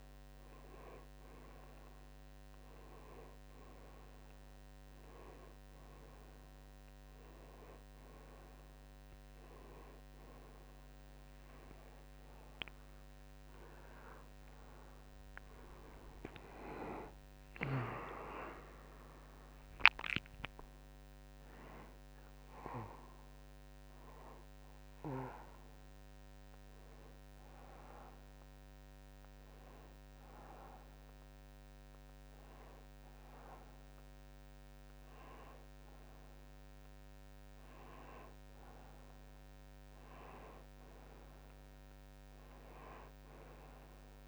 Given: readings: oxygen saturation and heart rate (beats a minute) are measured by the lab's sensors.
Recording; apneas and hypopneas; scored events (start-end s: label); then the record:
breathing in sleep by a microphone on the trachea; 1
0.00-23.00 s: oxygen desaturation (device-marked, oxygen 91% lowest, heart rate 65 extreme)
12.50-16.50 s: arousal
24.50-35.50 s: hypopnea (oxygen 95% before, 91% lowest, heart rate 73 before, 65 extreme, up 4 after)
39.00-43.50 s: arousal
From the record:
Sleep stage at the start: N1 (lightest sleep); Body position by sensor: on the right side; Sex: male